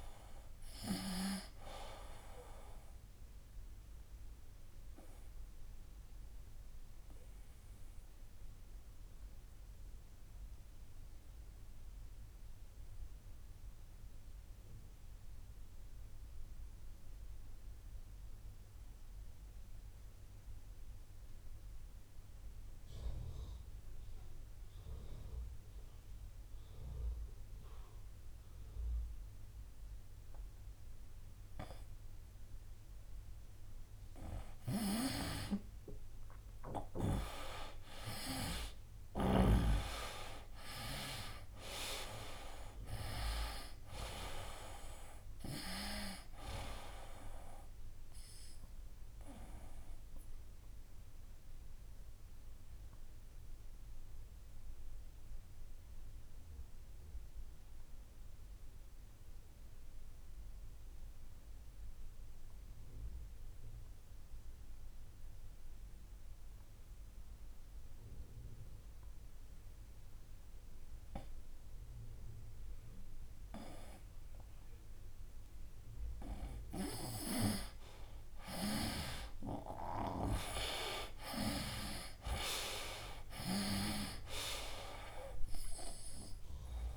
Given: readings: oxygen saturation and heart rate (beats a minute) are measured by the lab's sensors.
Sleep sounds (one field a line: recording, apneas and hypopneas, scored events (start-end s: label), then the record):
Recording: breathing in sleep by a room microphone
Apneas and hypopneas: 2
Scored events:
0.00-23.00 s: oxygen desaturation (device-marked, oxygen 83% lowest, heart rate 64 extreme)
4.00-32.00 s: obstructive apnea (oxygen 98% before, 83% lowest, heart rate 73 before, 64 extreme, up 6 after)
34.50-39.50 s: snoring (device-marked)
35.00-68.00 s: oxygen desaturation (device-marked, oxygen 98% before, 83% lowest, heart rate 66 before, 63 extreme)
35.50-40.00 s: arousal
50.00-75.00 s: obstructive apnea (oxygen 98% before, 82% lowest, heart rate 72 before, 61 extreme, up 7 after)
78.00-86.97 s: oxygen desaturation (device-marked, oxygen 97% before, 82% lowest, heart rate 67 before, 61 extreme)
79.00-83.00 s: arousal
From the record:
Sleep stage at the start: N2 (light sleep)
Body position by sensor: on the right side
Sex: male